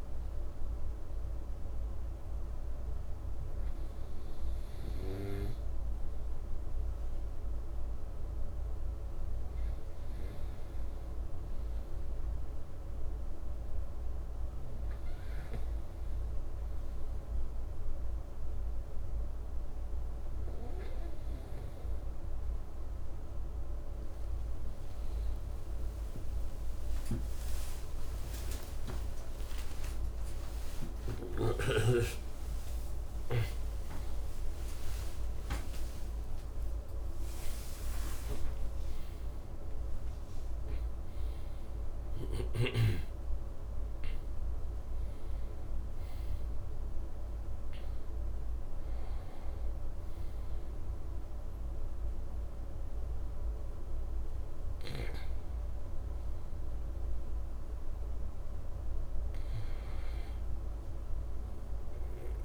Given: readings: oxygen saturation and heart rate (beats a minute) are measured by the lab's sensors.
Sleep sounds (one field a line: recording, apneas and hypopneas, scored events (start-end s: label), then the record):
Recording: breathing in sleep by a room microphone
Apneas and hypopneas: none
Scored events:
24.50-34.50 s: tachycardia (device-marked, heart rate 57 before, 141 extreme)
26.00-32.50 s: arousal
35.50-37.50 s: tachycardia (device-marked, heart rate 59 before, 105 extreme)
59.00-62.45 s: arousal
From the record:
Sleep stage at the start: N2 (light sleep)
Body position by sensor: on the right side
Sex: male